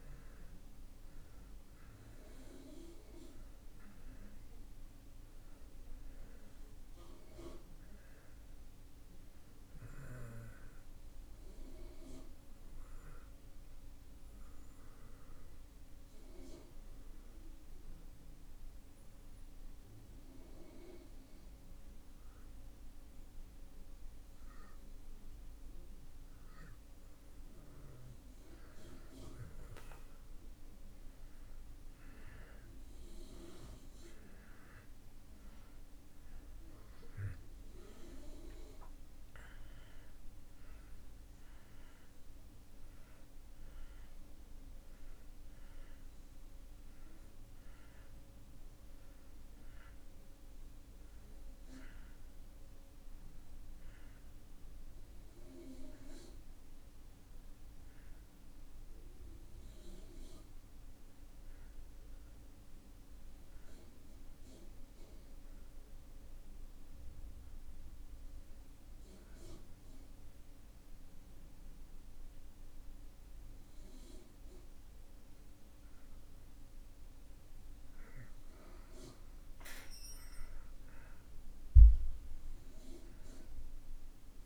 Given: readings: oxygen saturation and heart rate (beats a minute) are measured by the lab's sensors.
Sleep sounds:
breathing in sleep by a room microphone; 2
1.50-26.50 s: oxygen desaturation (device-marked, oxygen 94% before, 86% lowest)
15.50-26.50 s: obstructive apnea (oxygen 94% before, 86% lowest)
29.50-34.50 s: arousal
40.50-66.50 s: oxygen desaturation (device-marked, oxygen 95% before, 86% lowest)
59.00-62.50 s: arousal
64.00-76.50 s: hypopnea (oxygen 94% before, 85% lowest)
80.00-84.00 s: arousal
From the record:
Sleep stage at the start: N2 (light sleep); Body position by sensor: on the back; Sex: male

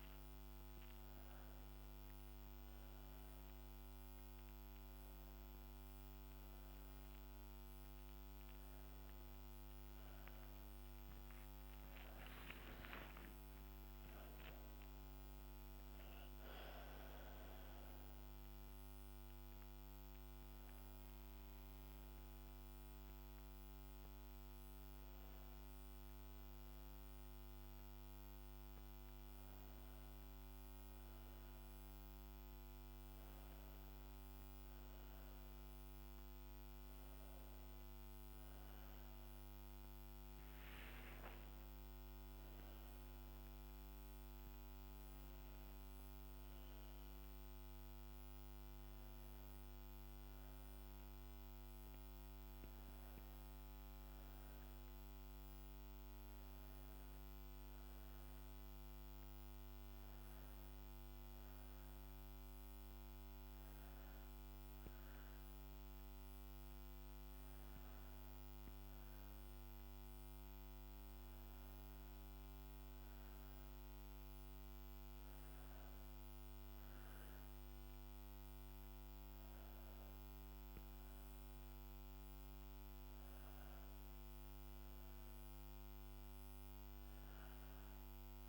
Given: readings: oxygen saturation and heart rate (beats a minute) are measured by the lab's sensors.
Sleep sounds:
breathing in sleep, hard to hear, by a microphone on the trachea; 1
12.00-15.50 s: arousal
19.00-30.50 s: hypopnea (oxygen 95% before, 92% lowest, heart rate 68 before, 63 extreme, up 2 after)
36.00-40.00 s: arousal
64.50-88.49 s: new sleep stage, N2 (light sleep)
From the record:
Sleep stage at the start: N1 (lightest sleep); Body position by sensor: on the right side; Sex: female

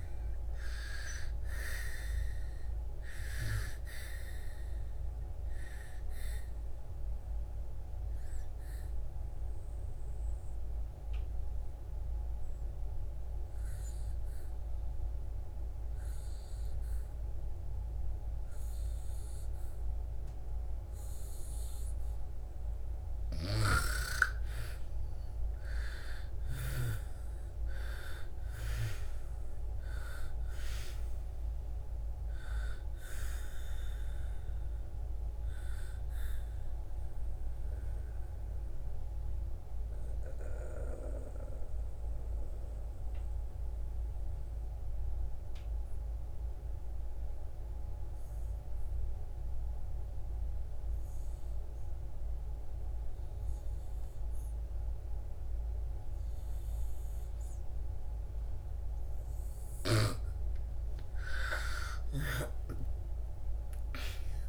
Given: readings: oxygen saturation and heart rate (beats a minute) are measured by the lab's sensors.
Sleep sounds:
breathing in sleep by a room microphone; 2
1.00-17.00 s: oxygen desaturation (device-marked, oxygen 97% before, 88% lowest, heart rate 63 before, 61 extreme)
5.50-23.50 s: obstructive apnea (oxygen 97% before, 81% lowest, heart rate 63 before, 56 extreme, up 7 after)
25.00-51.00 s: oxygen desaturation (device-marked, oxygen 97% before, 84% lowest, heart rate 66 before, 56 extreme)
29.00-33.00 s: arousal
35.00-58.50 s: obstructive apnea (oxygen 97% before, 81% lowest, heart rate 66 before, 56 extreme, up 7 after)
53.00-64.49 s: oxygen desaturation (device-marked, oxygen 98% before, 81% lowest, heart rate 62 before, 58 extreme)
61.50-64.49 s: arousal
From the record:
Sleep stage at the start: N2 (light sleep); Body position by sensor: on the back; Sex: female

